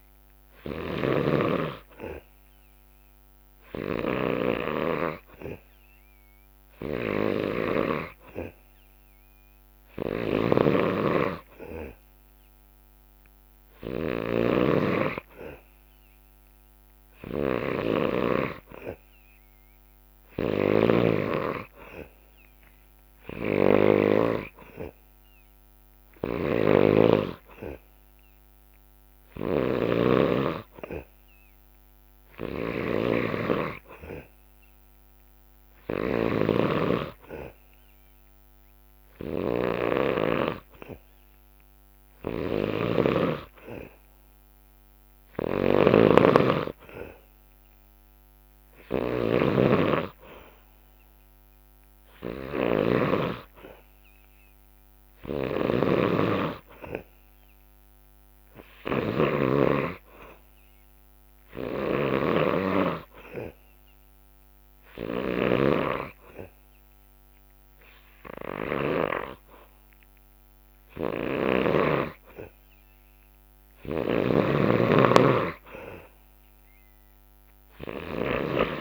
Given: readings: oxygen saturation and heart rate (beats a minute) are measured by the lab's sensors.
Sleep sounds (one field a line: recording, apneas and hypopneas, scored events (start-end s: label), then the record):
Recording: breathing in sleep by a microphone on the trachea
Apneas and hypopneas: none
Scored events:
0.00-4.00 s: snoring (device-marked)
10.00-43.00 s: snoring (device-marked)
45.00-71.50 s: snoring (device-marked)
73.50-78.81 s: snoring (device-marked)
From the record:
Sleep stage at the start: N2 (light sleep)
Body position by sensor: on the back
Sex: male